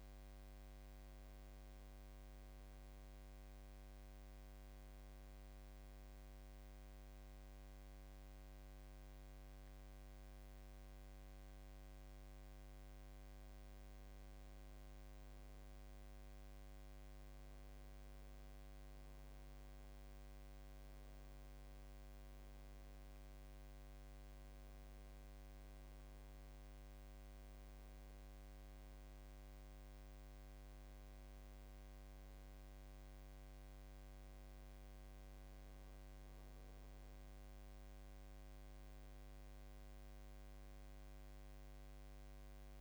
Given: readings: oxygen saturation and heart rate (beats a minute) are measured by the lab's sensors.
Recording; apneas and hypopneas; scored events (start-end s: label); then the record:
breathing in sleep, hard to hear, by a microphone on the trachea; 1
2.50-14.00 s: obstructive apnea (oxygen 93% before, 90% lowest, heart rate 83 before, 75 extreme, up 13 after)
17.50-21.00 s: arousal
From the record:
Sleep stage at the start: N2 (light sleep); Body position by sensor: on the back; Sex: male